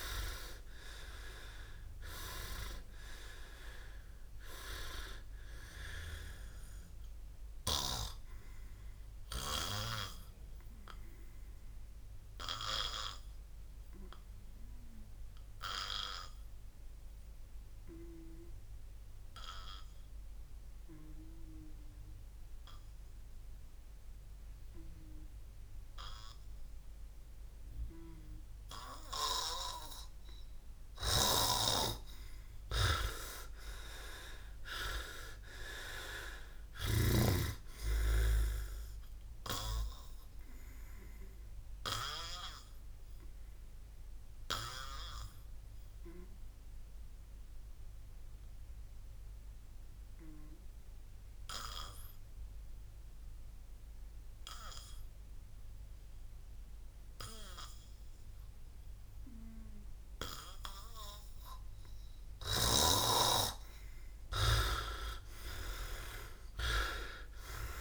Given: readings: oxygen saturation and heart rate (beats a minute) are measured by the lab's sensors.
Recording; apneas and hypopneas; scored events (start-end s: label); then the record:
breathing in sleep by a room microphone; 2
0.00-3.50 s: arousal
7.50-31.50 s: obstructive apnea (oxygen 99% before, 89% lowest, heart rate 69 before, 40 extreme, up 41 after)
8.00-16.00 s: oxygen desaturation (device-marked, oxygen 99% before, 93% lowest, heart rate 69 before, 57 extreme)
31.00-37.00 s: snoring (device-marked)
33.00-35.50 s: arousal
39.00-67.81 s: oxygen desaturation (device-marked, oxygen 99% before, 89% lowest, heart rate 78 before, 40 extreme)
40.00-63.50 s: obstructive apnea (oxygen 99% before, 89% lowest, heart rate 79 before, 40 extreme, up 50 after)
65.00-67.81 s: arousal
From the record:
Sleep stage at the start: N2 (light sleep); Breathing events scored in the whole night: 338 in 4.0 hours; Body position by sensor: on the back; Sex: male